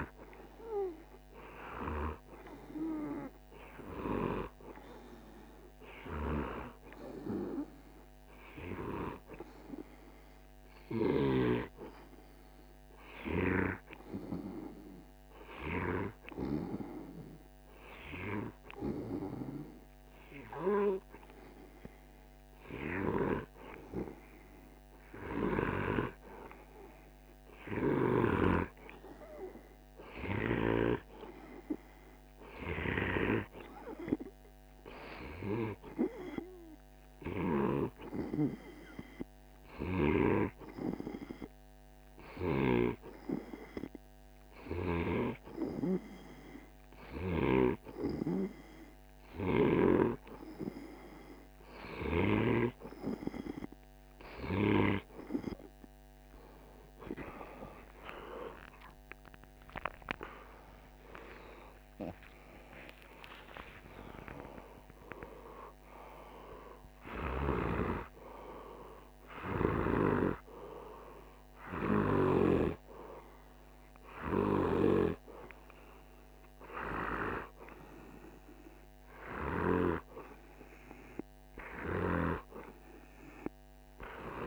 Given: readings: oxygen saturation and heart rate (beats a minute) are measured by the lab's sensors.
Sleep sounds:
breathing in sleep by a microphone on the trachea; 1
1.00-84.47 s: new sleep stage, N2 (light sleep)
35.50-47.00 s: hypopnea (oxygen 97% before, 95% lowest, heart rate 52 before, 52 extreme, up 0 after)
56.50-61.50 s: arousal
66.50-72.00 s: snoring (device-marked)
From the record:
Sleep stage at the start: N1 (lightest sleep); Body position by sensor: on the right side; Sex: male

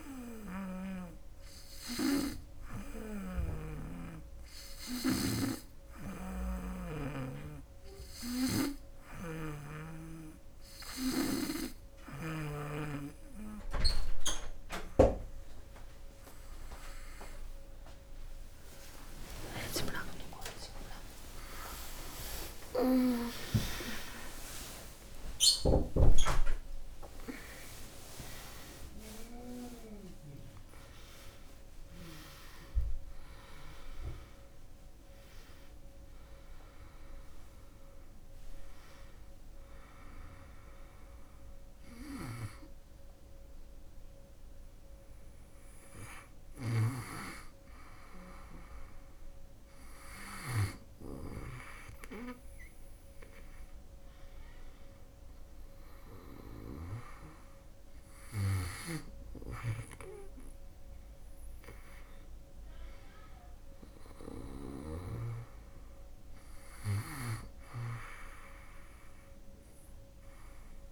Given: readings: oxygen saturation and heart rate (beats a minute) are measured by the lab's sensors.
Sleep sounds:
breathing in sleep by a room microphone; none
0.00-12.00 s: snoring (device-marked)
19.00-24.50 s: arousal
66.50-70.92 s: snoring (device-marked)
From the record:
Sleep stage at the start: N2 (light sleep); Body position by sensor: on the back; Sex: female

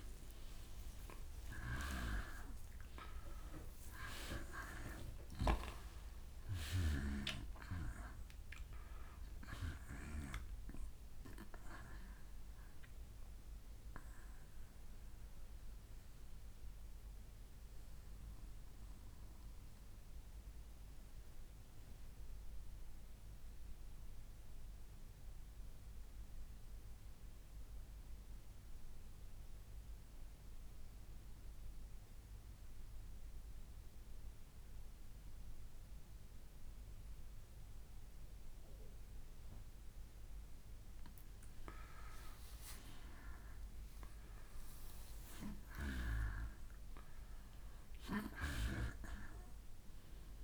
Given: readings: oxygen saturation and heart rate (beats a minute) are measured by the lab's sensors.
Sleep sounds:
breathing in sleep by a room microphone; 1
0.00-18.00 s: oxygen desaturation (device-marked, oxygen 84% lowest, heart rate 61 extreme)
15.00-38.00 s: obstructive apnea (oxygen 94% before, 89% lowest, heart rate 65 before, 54 extreme, up 2 after)
36.00-50.44 s: oxygen desaturation (device-marked, oxygen 97% before, 89% lowest, heart rate 62 before, 54 extreme)
39.00-43.00 s: arousal
46.00-50.44 s: bradycardia (device-marked, heart rate 64 before, 54 extreme)
From the record:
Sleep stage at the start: N2 (light sleep); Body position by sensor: on the back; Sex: male

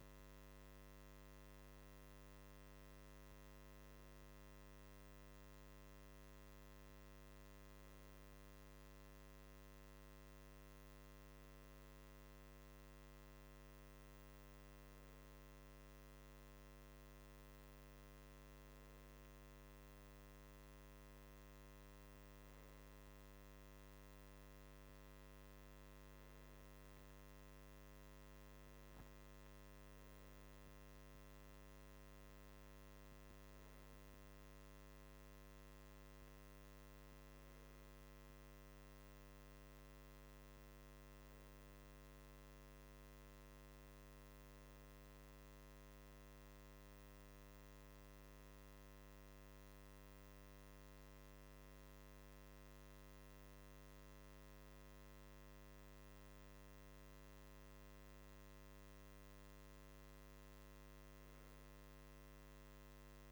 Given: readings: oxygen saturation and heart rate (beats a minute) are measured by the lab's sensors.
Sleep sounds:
breathing in sleep, hard to hear, by a microphone on the trachea; none
52.00-63.32 s: new sleep stage, REM sleep
From the record:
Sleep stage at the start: N2 (light sleep); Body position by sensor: on the right side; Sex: male

